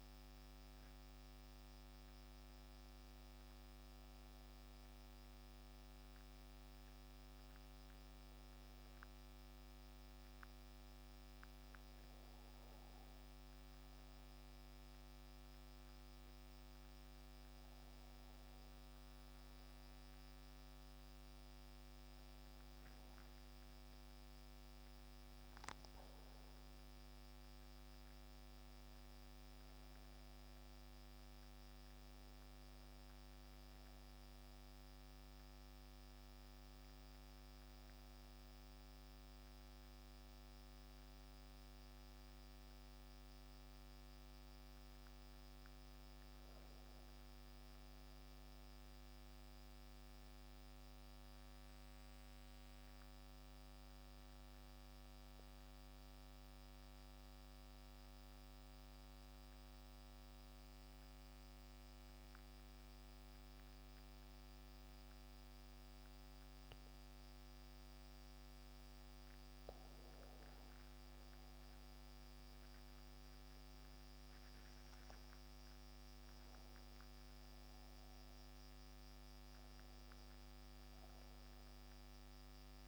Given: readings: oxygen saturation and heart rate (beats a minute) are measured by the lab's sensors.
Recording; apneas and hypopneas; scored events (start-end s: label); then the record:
breathing in sleep, hard to hear, by a microphone on the trachea; 1
0.50-18.50 s: oxygen desaturation (device-marked, oxygen 98% before, 94% lowest, heart rate 44 before, 38 extreme)
20.50-25.50 s: arousal
30.50-82.88 s: new sleep stage, N2 (light sleep)
48.50-68.00 s: mixed apnea (oxygen 96% before, 92% lowest, heart rate 45 before, 44 extreme, up 3 after)
70.00-75.50 s: arousal
76.50-82.88 s: oxygen desaturation (device-marked, oxygen 96% before, 92% lowest, heart rate 46 before, 42 extreme)
From the record:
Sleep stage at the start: N1 (lightest sleep); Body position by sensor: on the back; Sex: male